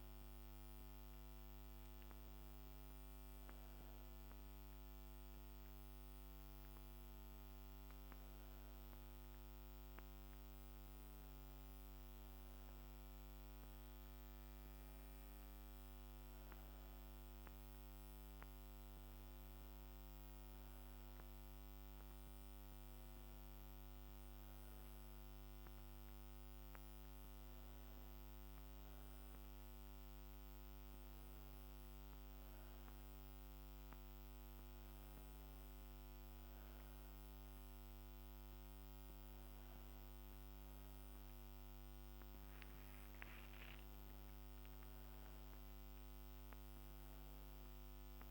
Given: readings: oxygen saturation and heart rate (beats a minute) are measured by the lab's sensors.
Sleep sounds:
breathing in sleep, hard to hear, by a microphone on the trachea; none
38.00-48.31 s: new sleep stage, N2 (light sleep)
From the record:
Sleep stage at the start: N1 (lightest sleep); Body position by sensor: on the right side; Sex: female

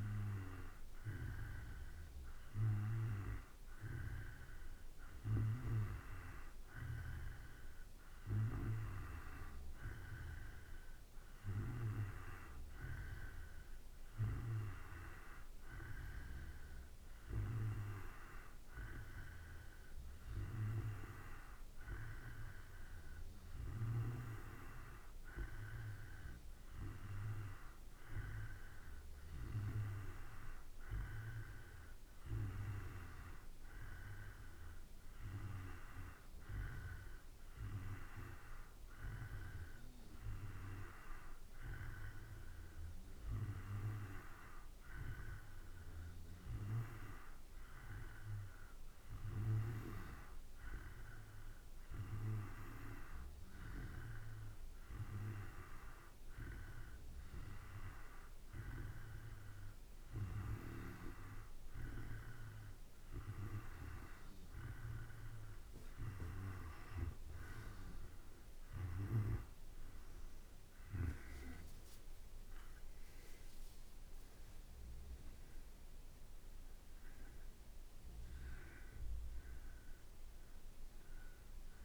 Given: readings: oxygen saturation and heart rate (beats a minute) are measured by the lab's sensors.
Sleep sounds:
breathing in sleep by a room microphone; none
72.50-76.00 s: arousal
From the record:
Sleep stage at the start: N2 (light sleep); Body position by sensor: on the back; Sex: male

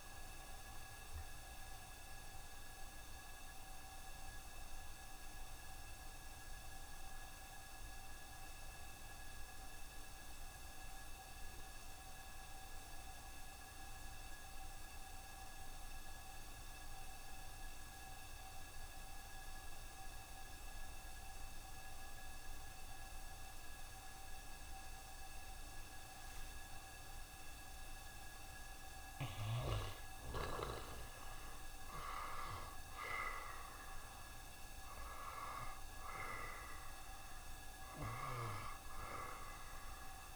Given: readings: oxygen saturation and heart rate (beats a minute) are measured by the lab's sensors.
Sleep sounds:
breathing in sleep by a room microphone; 1
0.00-15.00 s: oxygen desaturation (device-marked, oxygen 82% lowest, heart rate 66 extreme)
0.50-29.00 s: obstructive apnea (oxygen 91% before, 82% lowest, heart rate 71 before, 66 extreme, up 12 after)
21.00-40.35 s: oxygen desaturation (device-marked, oxygen 95% before, 83% lowest, heart rate 67 before, 67 extreme)
26.00-28.00 s: long interval between heartbeats (device-marked, heart rate 67 before, 79 extreme)
31.00-35.00 s: arousal
From the record:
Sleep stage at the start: N2 (light sleep); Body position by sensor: on the right side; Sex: male

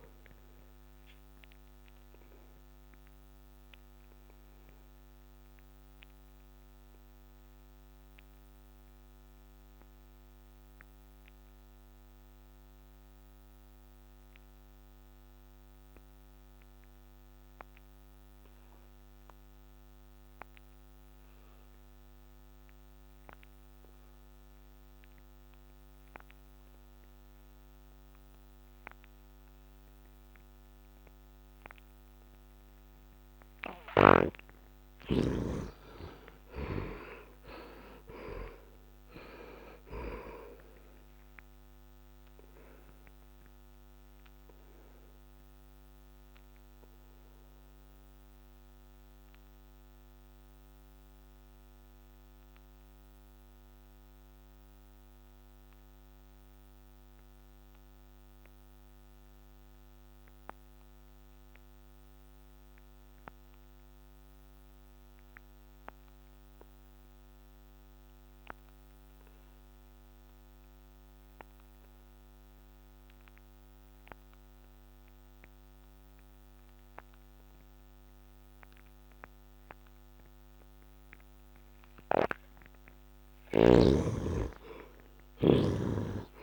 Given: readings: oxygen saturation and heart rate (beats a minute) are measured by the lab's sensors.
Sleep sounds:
breathing in sleep by a microphone on the trachea; 2
0.00-16.50 s: oxygen desaturation (device-marked, oxygen 66% lowest, heart rate 68 extreme)
1.00-32.00 s: obstructive apnea (oxygen 96% before, 63% lowest, heart rate 71 before, 64 extreme, up 7 after)
18.50-29.50 s: oxygen desaturation (device-marked, oxygen 97% before, 80% lowest, heart rate 73 before, 64 extreme)
31.50-59.50 s: oxygen desaturation (device-marked, oxygen 89% before, 63% lowest, heart rate 69 before, 64 extreme)
34.00-38.50 s: arousal
43.00-80.50 s: obstructive apnea (oxygen 97% before, 62% lowest, heart rate 72 before, 64 extreme, up 15 after)
61.50-86.43 s: oxygen desaturation (device-marked, oxygen 98% before, 63% lowest, heart rate 72 before, 66 extreme)
82.00-86.43 s: arousal
From the record:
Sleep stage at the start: N2 (light sleep); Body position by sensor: on the back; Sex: male

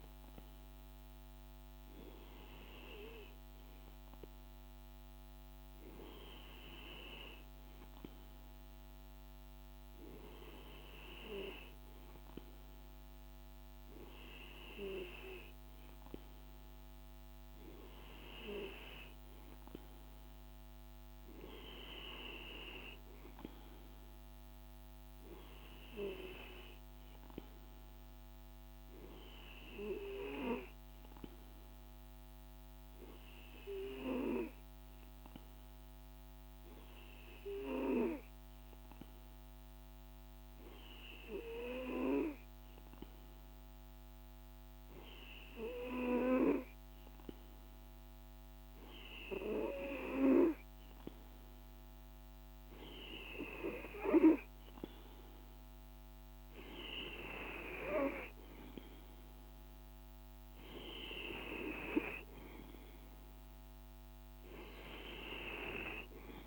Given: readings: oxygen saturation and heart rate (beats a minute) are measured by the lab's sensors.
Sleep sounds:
breathing in sleep by a microphone on the trachea; none
none scored
From the record:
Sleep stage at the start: N2 (light sleep); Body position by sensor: on the right side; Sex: male

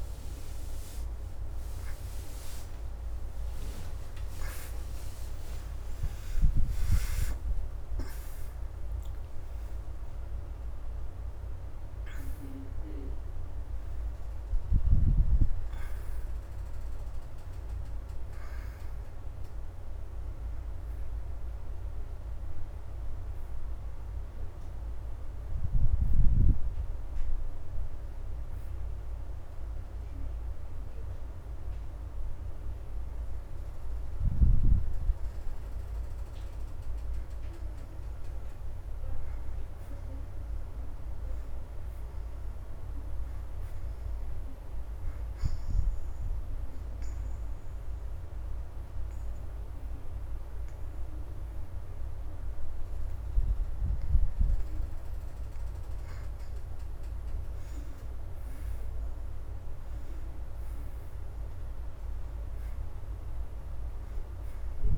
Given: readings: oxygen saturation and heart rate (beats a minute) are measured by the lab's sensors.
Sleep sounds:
breathing in sleep, hard to hear, by a room microphone; 1
0.00-4.00 s: oxygen desaturation (device-marked, oxygen 62% lowest, heart rate 77 extreme)
1.50-7.00 s: arousal
20.00-28.00 s: oxygen desaturation (device-marked, oxygen 82% before, 77% lowest, heart rate 94 before, 79 extreme)
40.00-44.00 s: arousal
46.50-56.50 s: obstructive apnea (oxygen 89% before, 65% lowest, heart rate 79 before, 77 extreme, up 4 after)
48.00-59.00 s: oxygen desaturation (device-marked, oxygen 88% before, 74% lowest, heart rate 79 before, 77 extreme)
48.00-64.98 s: new sleep stage, N2 (light sleep)
61.00-64.98 s: arousal
From the record:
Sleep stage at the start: N1 (lightest sleep); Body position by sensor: on the back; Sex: female

